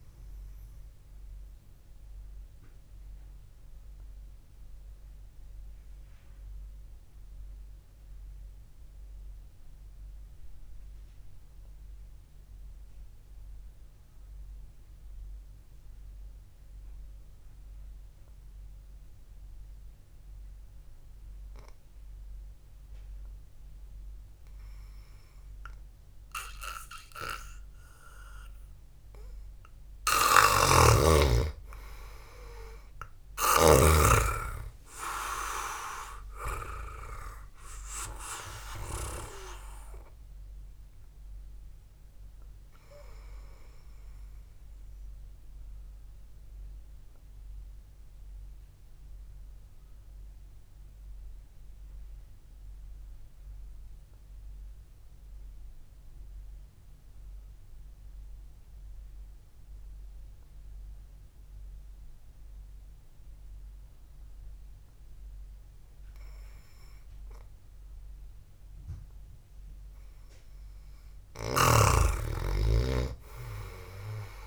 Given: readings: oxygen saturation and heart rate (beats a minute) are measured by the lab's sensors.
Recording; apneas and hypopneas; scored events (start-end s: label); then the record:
breathing in sleep by a room microphone; 2
2.50-26.50 s: mixed apnea (oxygen 98% before, 89% lowest, heart rate 58 before, 53 extreme)
10.50-18.50 s: oxygen desaturation (device-marked, oxygen 94% before, 91% lowest, heart rate 61 before, 53 extreme)
31.00-34.50 s: snoring (device-marked)
32.50-36.50 s: arousal
40.50-63.50 s: oxygen desaturation (device-marked, oxygen 96% before, 89% lowest, heart rate 60 before, 53 extreme)
45.50-67.50 s: mixed apnea (oxygen 99% before, 89% lowest, heart rate 59 before, 53 extreme)
72.00-74.47 s: snoring (device-marked)
72.50-74.47 s: arousal
From the record:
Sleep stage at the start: N2 (light sleep); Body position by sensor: on the back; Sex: male